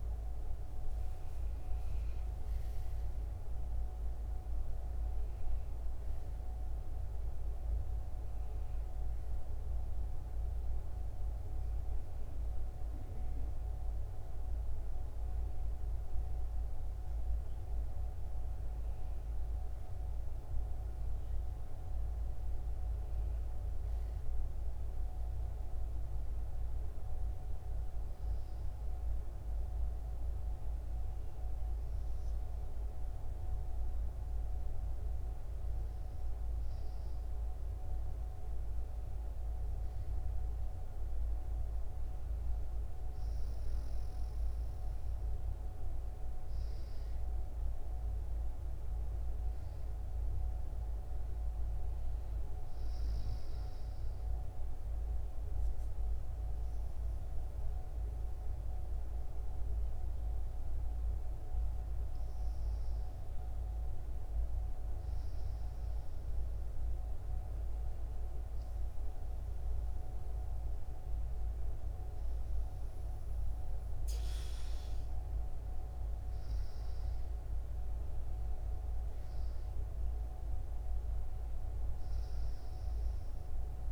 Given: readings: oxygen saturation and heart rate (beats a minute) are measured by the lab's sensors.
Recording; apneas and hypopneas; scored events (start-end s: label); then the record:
breathing in sleep, hard to hear, by a room microphone; 2
17.00-21.00 s: arousal
26.00-38.50 s: hypopnea (oxygen 96% before, 93% lowest, heart rate 75 before, 69 extreme, up 4 after)
40.00-43.50 s: arousal
47.00-50.00 s: arousal
56.00-74.50 s: hypopnea (oxygen 95% before, 93% lowest, heart rate 73 before, 62 extreme, up 9 after)
76.00-80.00 s: arousal
From the record:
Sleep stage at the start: N2 (light sleep); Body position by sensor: on the back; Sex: female